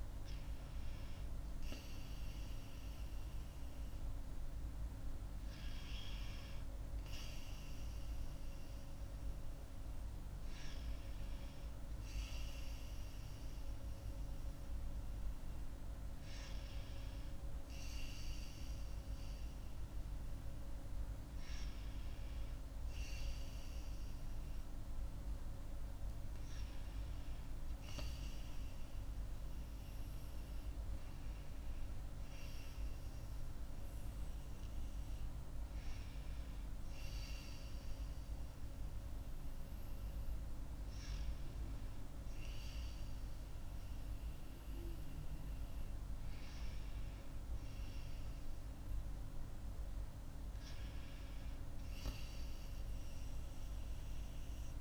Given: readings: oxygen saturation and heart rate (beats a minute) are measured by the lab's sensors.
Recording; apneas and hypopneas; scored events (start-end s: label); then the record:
breathing in sleep, hard to hear, by a room microphone; none
none scored
From the record:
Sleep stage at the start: N2 (light sleep); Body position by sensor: on the right side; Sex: female